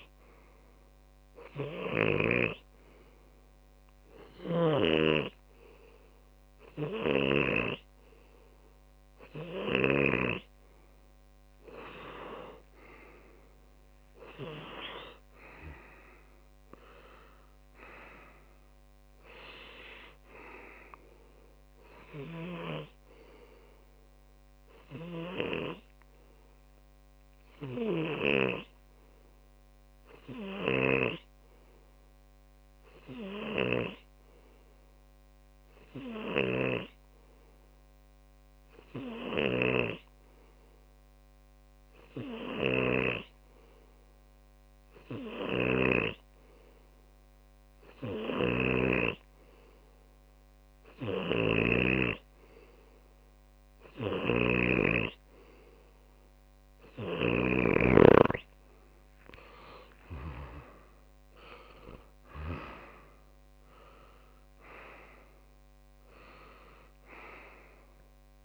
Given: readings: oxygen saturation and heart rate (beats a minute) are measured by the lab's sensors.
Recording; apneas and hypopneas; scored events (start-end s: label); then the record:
breathing in sleep by a microphone on the trachea; 1
0.00-1.50 s: arousal
0.00-3.00 s: snoring (device-marked)
1.00-3.00 s: long interval between heartbeats (device-marked, heart rate 44 before, 136 extreme)
3.50-5.50 s: long interval between heartbeats (device-marked, heart rate 57 before, 88 extreme)
16.50-19.00 s: arousal
22.50-52.00 s: hypopnea (oxygen 96% before, 93% lowest)
37.00-52.50 s: snoring (device-marked)
38.00-40.00 s: long interval between heartbeats (device-marked)
46.50-48.50 s: long interval between heartbeats (device-marked)
54.00-68.44 s: oxygen desaturation (device-marked, oxygen 97% before, 93% lowest)
54.50-58.50 s: snoring (device-marked)
60.00-63.00 s: arousal
From the record:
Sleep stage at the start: N2 (light sleep); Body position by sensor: on the left side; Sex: male